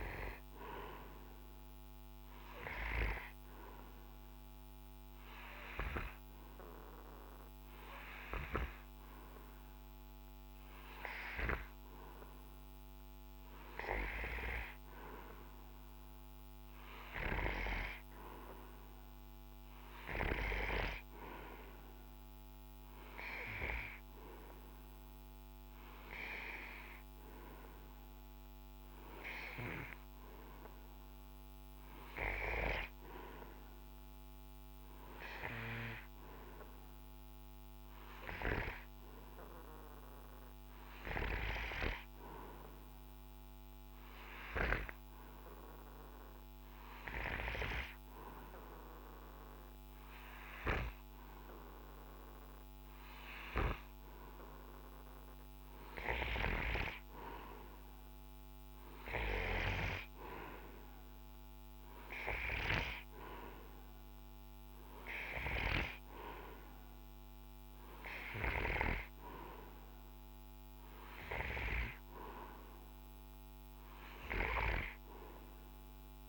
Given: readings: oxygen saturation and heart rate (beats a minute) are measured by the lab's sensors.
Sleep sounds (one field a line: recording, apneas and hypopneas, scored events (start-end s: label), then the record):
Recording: breathing in sleep by a microphone on the trachea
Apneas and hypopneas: none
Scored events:
none scored
From the record:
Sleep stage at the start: N2 (light sleep)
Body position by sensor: on the right side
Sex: male